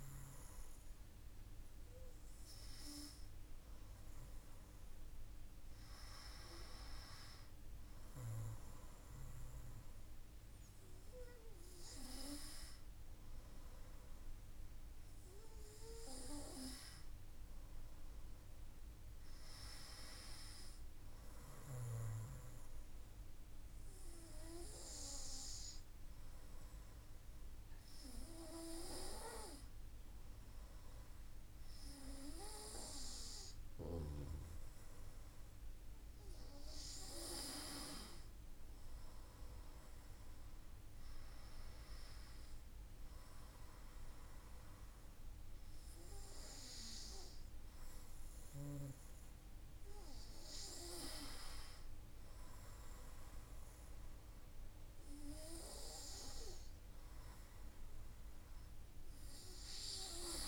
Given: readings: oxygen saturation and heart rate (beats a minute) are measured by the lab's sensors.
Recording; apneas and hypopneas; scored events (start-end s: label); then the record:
breathing in sleep by a room microphone; none
47.00-51.00 s: arousal
From the record:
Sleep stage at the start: N2 (light sleep); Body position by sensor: on the back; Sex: male